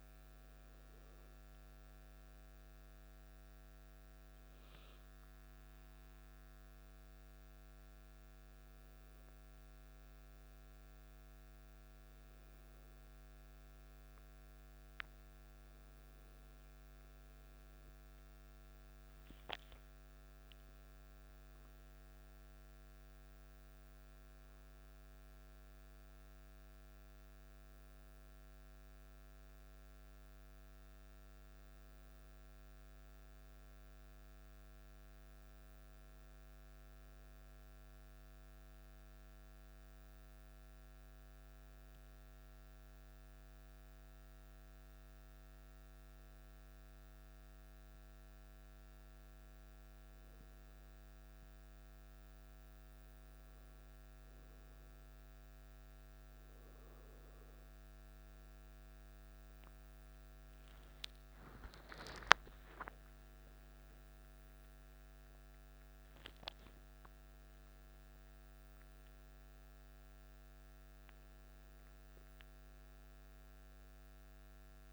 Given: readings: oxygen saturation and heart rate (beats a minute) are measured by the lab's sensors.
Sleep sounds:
breathing in sleep, hard to hear, by a microphone on the trachea; 1
39.50-58.00 s: obstructive apnea (oxygen 98% before, 95% lowest, heart rate 54 before, 49 extreme, up 2 after)
61.00-66.00 s: arousal
From the record:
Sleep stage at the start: N1 (lightest sleep); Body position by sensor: on the back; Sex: male

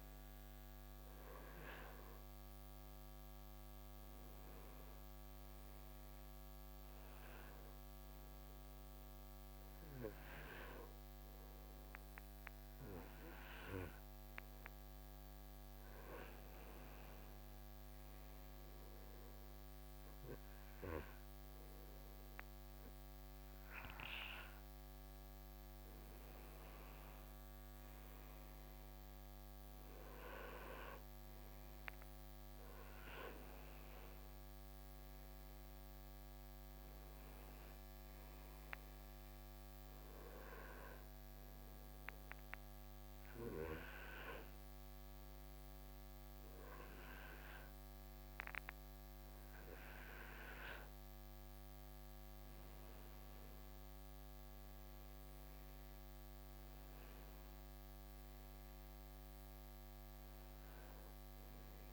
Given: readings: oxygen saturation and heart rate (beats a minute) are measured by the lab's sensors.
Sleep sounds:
breathing in sleep by a microphone on the trachea; 2
8.50-18.50 s: obstructive apnea (oxygen 95% before, 93% lowest, heart rate 65 before, 64 extreme, up 2 after)
20.50-24.00 s: arousal
40.50-50.50 s: hypopnea (oxygen 96% before, 93% lowest, heart rate 66 before, 65 extreme, up 1 after)
52.50-57.00 s: arousal
From the record:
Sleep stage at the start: N2 (light sleep); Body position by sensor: on the back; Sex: male

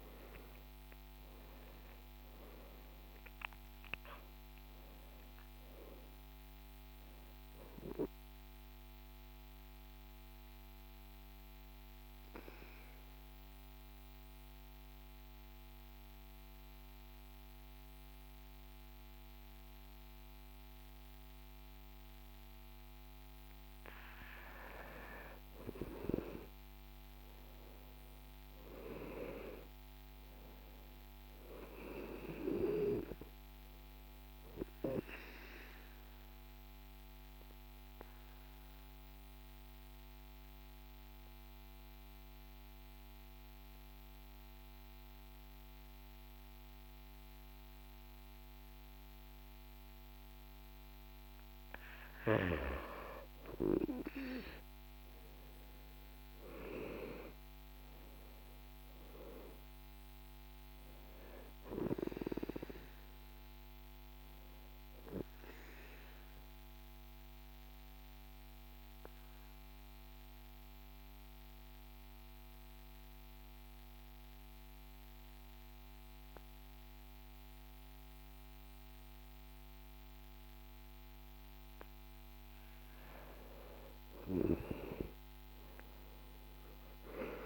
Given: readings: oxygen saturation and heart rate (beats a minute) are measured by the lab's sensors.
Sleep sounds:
breathing in sleep by a microphone on the trachea; 3
0.00-2.00 s: oxygen desaturation (device-marked, oxygen 93% lowest, heart rate 48 extreme)
0.00-2.50 s: arousal
8.50-23.50 s: mixed apnea (oxygen 98% before, 93% lowest, heart rate 58 before, 47 extreme, up 17 after)
25.50-30.00 s: arousal
36.00-51.00 s: obstructive apnea (oxygen 97% before, 91% lowest, heart rate 54 before, 47 extreme, up 16 after)
51.00-55.00 s: oxygen desaturation (device-marked, oxygen 97% before, 94% lowest, heart rate 52 before, 47 extreme)
54.50-60.00 s: arousal
66.00-83.00 s: central apnea (oxygen 97% before, 91% lowest, heart rate 54 before, 47 extreme, up 25 after)
76.00-87.46 s: oxygen desaturation (device-marked, oxygen 96% before, 91% lowest, heart rate 53 before, 47 extreme)
84.50-87.46 s: arousal
From the record:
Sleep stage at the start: N2 (light sleep); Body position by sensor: on the back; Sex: male

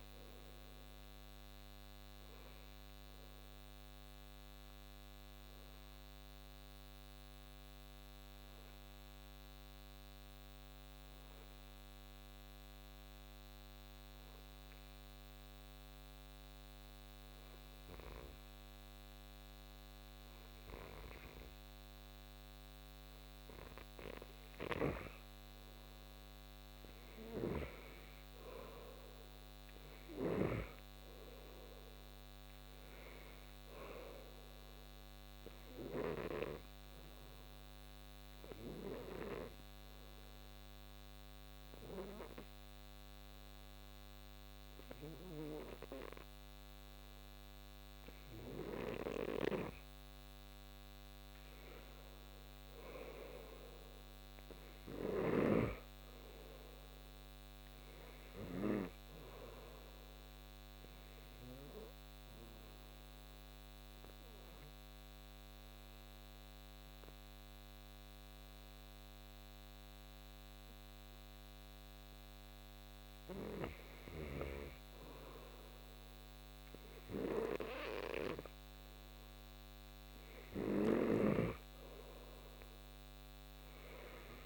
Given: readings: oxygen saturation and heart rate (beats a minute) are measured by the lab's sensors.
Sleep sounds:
breathing in sleep by a microphone on the trachea; 3
0.00-17.50 s: oxygen desaturation (device-marked, oxygen 83% lowest, heart rate 61 extreme)
4.00-25.50 s: obstructive apnea (oxygen 97% before, 83% lowest, heart rate 73 before, 62 extreme, up 4 after)
25.50-46.50 s: oxygen desaturation (device-marked, oxygen 98% before, 88% lowest, heart rate 64 before, 66 extreme)
27.50-31.00 s: arousal
37.50-51.00 s: obstructive apnea (oxygen 98% before, 86% lowest, heart rate 68 before, 65 extreme, up 5 after)
52.50-55.50 s: arousal
53.50-67.50 s: oxygen desaturation (device-marked, oxygen 96% before, 89% lowest, heart rate 69 before, 65 extreme)
60.50-76.00 s: obstructive apnea (oxygen 96% before, 83% lowest, heart rate 70 before, 65 extreme, up 5 after)
77.50-84.46 s: oxygen desaturation (device-marked, oxygen 95% before, 89% lowest, heart rate 68 before, 67 extreme)
78.50-82.50 s: arousal
From the record:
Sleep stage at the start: N2 (light sleep); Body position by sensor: on the back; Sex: male

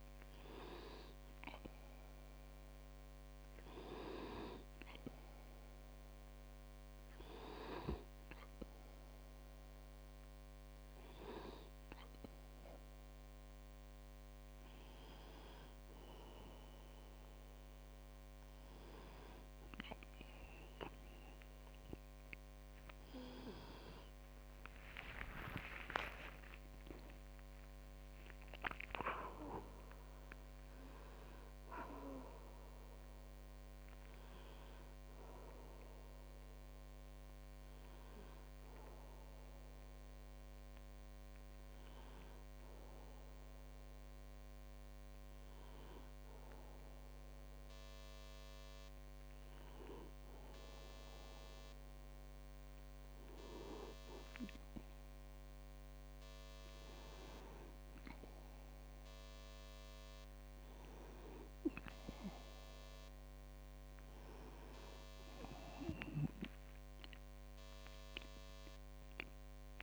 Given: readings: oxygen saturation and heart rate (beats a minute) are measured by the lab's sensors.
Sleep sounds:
breathing in sleep by a microphone on the trachea; 1
2.00-15.00 s: hypopnea (oxygen 98% before, 97% lowest, heart rate 66 before, 46 extreme, up 11 after)
22.00-27.00 s: arousal
66.50-69.83 s: arousal
From the record:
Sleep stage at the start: N1 (lightest sleep); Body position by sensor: on the back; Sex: male

